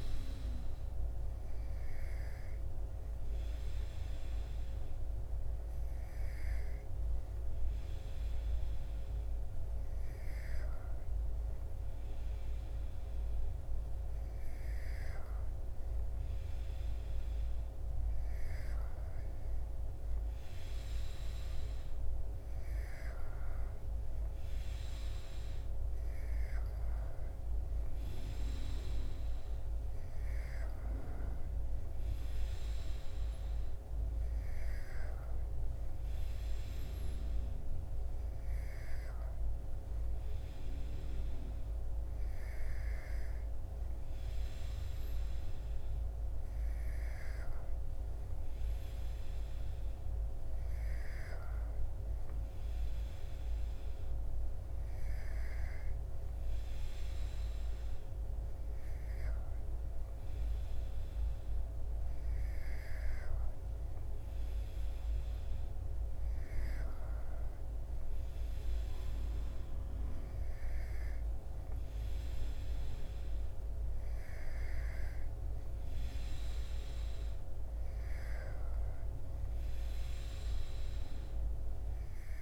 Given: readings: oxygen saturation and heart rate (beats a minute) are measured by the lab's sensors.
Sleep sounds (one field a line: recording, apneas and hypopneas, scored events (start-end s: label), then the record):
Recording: breathing in sleep, hard to hear, by a room microphone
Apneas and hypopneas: none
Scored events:
none scored
From the record:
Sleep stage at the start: N2 (light sleep)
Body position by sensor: on the back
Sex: male